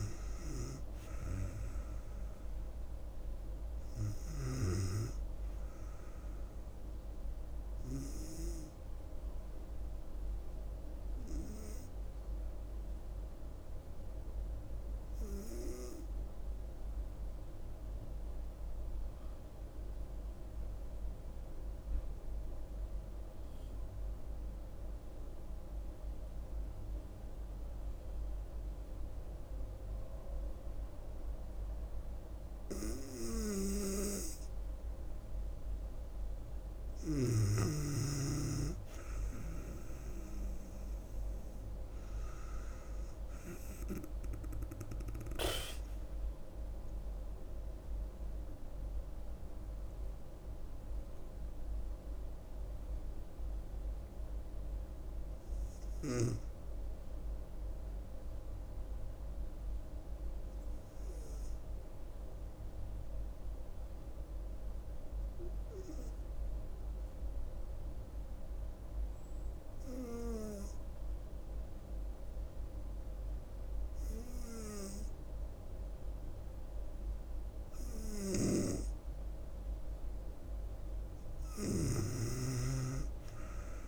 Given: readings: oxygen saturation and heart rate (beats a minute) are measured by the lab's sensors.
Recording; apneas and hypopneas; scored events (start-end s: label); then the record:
breathing in sleep by a room microphone; 2
0.00-15.00 s: oxygen desaturation (device-marked, oxygen 92% lowest, heart rate 66 extreme)
15.00-33.00 s: obstructive apnea (oxygen 97% before, 92% lowest, heart rate 72 before, 67 extreme, up 6 after)
35.00-38.00 s: arousal
36.00-63.00 s: oxygen desaturation (device-marked, oxygen 97% before, 92% lowest, heart rate 69 before, 64 extreme)
60.50-79.00 s: hypopnea (oxygen 96% before, 92% lowest, heart rate 73 before, 64 extreme, up 1 after)
78.00-83.88 s: oxygen desaturation (device-marked, oxygen 98% before, 92% lowest, heart rate 66 before, 66 extreme)
81.50-83.88 s: arousal
From the record:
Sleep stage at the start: N2 (light sleep); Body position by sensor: on the back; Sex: female